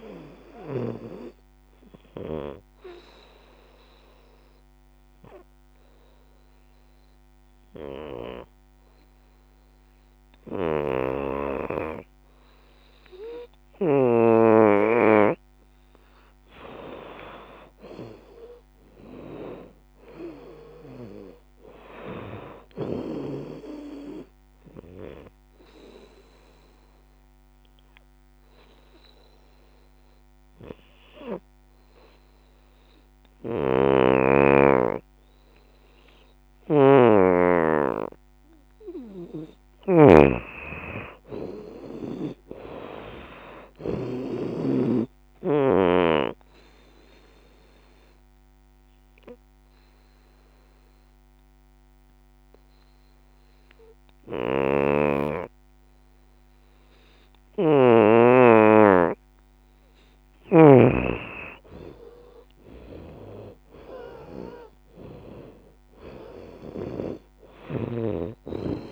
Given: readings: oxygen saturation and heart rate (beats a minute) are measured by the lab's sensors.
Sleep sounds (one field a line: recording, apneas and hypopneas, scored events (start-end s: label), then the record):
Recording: breathing in sleep by a microphone on the trachea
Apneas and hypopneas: 3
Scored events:
0.00-1.50 s: long interval between heartbeats (device-marked, heart rate 64 extreme)
0.00-5.00 s: bradycardia (device-marked, heart rate 50 extreme)
0.00-13.00 s: oxygen desaturation (device-marked, oxygen 84% lowest, heart rate 55 extreme)
4.00-16.00 s: obstructive apnea (oxygen 96% before, 82% lowest, heart rate 66 before, 58 extreme, up 12 after)
17.50-22.00 s: arousal
18.00-27.00 s: drop in pulse transit time (device-marked, heart rate 65 before, 61 extreme)
18.00-36.00 s: oxygen desaturation (device-marked, oxygen 94% before, 84% lowest, heart rate 65 before, 46 extreme)
19.50-21.50 s: long interval between heartbeats (device-marked, heart rate 66 before, 80 extreme)
23.00-25.00 s: long interval between heartbeats (device-marked, heart rate 69 before, 64 extreme)
25.50-39.00 s: obstructive apnea (oxygen 94% before, 82% lowest, heart rate 71 before, 46 extreme, up 7 after)
26.00-28.00 s: bradycardia (device-marked, heart rate 80 before, 61 extreme)
39.00-45.00 s: bradycardia (device-marked, heart rate 80 before, 47 extreme)
39.00-49.00 s: drop in pulse transit time (device-marked, heart rate 69 before, 46 extreme)
40.00-42.00 s: long interval between heartbeats (device-marked, heart rate 68 before, 70 extreme)
40.50-44.00 s: arousal
43.00-45.00 s: long interval between heartbeats (device-marked, heart rate 67 before, 47 extreme)
45.00-60.00 s: oxygen desaturation (device-marked, oxygen 94% before, 84% lowest, heart rate 65 before, 52 extreme)
45.50-47.50 s: long interval between heartbeats (device-marked, heart rate 65 before, 46 extreme)
47.00-53.00 s: bradycardia (device-marked, heart rate 79 before, 49 extreme)
47.50-60.00 s: obstructive apnea (oxygen 94% before, 82% lowest, heart rate 64 before, 55 extreme, up 25 after)
48.50-50.50 s: long interval between heartbeats (device-marked, heart rate 63 before, 60 extreme)
58.50-60.50 s: long interval between heartbeats (device-marked, heart rate 58 before, 68 extreme)
60.50-62.50 s: long interval between heartbeats (device-marked, heart rate 58 before, 64 extreme)
61.50-65.50 s: arousal
62.00-68.91 s: drop in pulse transit time (device-marked, heart rate 57 before, 56 extreme)
62.00-68.91 s: oxygen desaturation (device-marked, oxygen 92% before, 82% lowest, heart rate 57 before, 55 extreme)
From the record:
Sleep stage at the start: N2 (light sleep)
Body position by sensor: on the right side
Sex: female